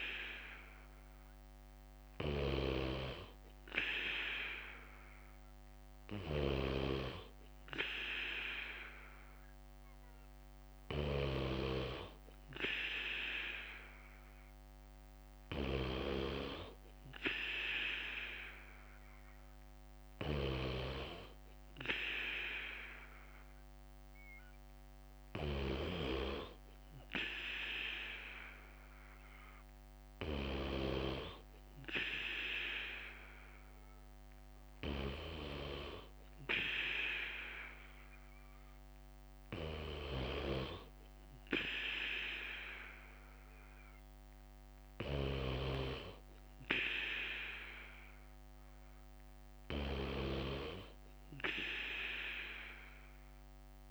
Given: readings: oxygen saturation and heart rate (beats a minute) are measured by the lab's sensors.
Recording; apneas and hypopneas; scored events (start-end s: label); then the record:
breathing in sleep by a microphone on the trachea; none
5.50-11.50 s: bradycardia (device-marked, heart rate 59 before, 59 extreme)
15.50-17.50 s: bradycardia (device-marked, heart rate 59 before, 60 extreme)
18.50-25.50 s: bradycardia (device-marked, heart rate 59 before, 58 extreme)
30.50-53.91 s: bradycardia (device-marked, heart rate 59 before, 58 extreme)
From the record:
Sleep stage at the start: N3 (deep sleep); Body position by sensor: on the back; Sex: male